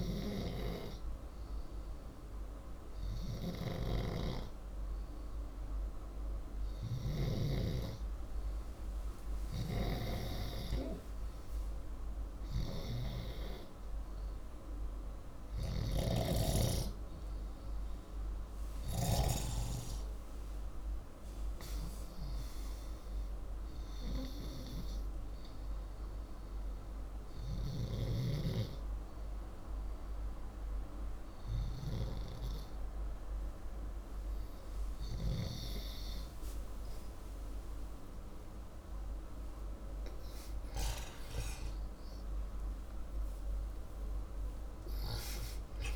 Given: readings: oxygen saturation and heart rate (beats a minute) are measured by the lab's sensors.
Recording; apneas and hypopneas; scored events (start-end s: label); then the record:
breathing in sleep by a room microphone; none
0.00-17.50 s: oxygen desaturation (device-marked, oxygen 82% lowest)
33.50-44.50 s: oxygen desaturation (device-marked, oxygen 88% before, 82% lowest)
36.00-41.00 s: arousal
41.50-45.96 s: new sleep stage, N1 (lightest sleep)
From the record:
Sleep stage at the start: N2 (light sleep); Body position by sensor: upright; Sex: male